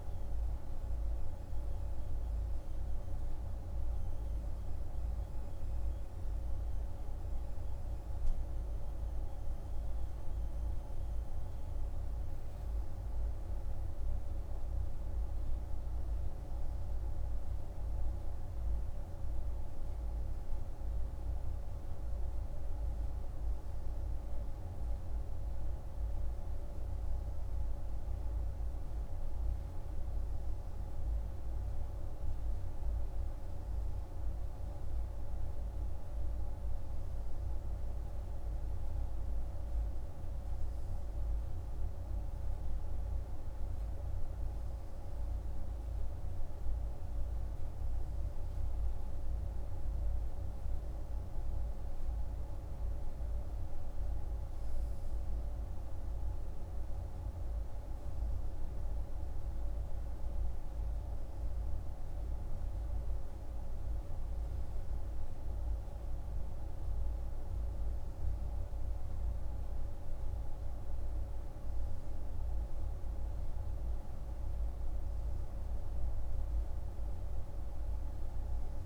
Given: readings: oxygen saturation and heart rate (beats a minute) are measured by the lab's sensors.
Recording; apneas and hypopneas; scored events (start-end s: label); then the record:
breathing in sleep, hard to hear, by a room microphone; none
none scored
From the record:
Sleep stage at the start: N3 (deep sleep); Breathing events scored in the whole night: 55 in 6.1 hours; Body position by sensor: on the right side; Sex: male